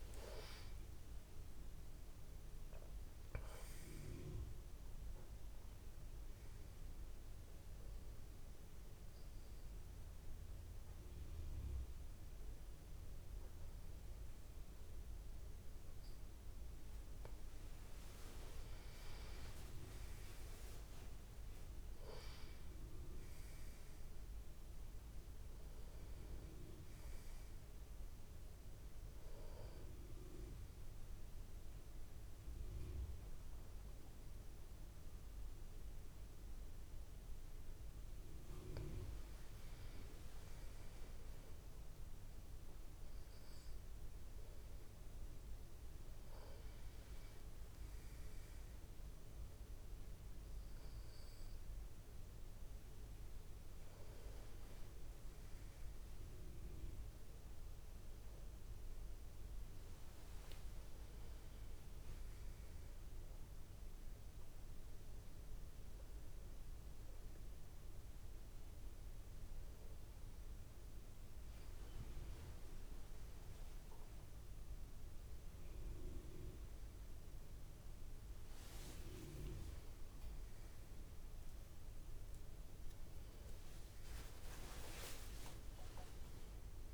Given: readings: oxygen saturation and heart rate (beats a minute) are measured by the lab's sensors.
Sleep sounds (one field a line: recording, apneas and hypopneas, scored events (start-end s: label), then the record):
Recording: breathing in sleep by a room microphone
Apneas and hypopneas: 2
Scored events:
0.00-2.50 s: arousal
6.00-18.00 s: oxygen desaturation (device-marked, oxygen 96% before, 91% lowest, heart rate 66 before, 53 extreme)
7.00-18.50 s: obstructive apnea (oxygen 96% before, 91% lowest, heart rate 67 before, 53 extreme, up 13 after)
20.50-24.00 s: arousal
28.00-39.00 s: hypopnea (oxygen 96% before, 93% lowest, heart rate 59 before, 53 extreme, up 9 after)
41.00-44.50 s: arousal
83.00-86.93 s: arousal
From the record:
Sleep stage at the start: N2 (light sleep)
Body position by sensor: on the back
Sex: male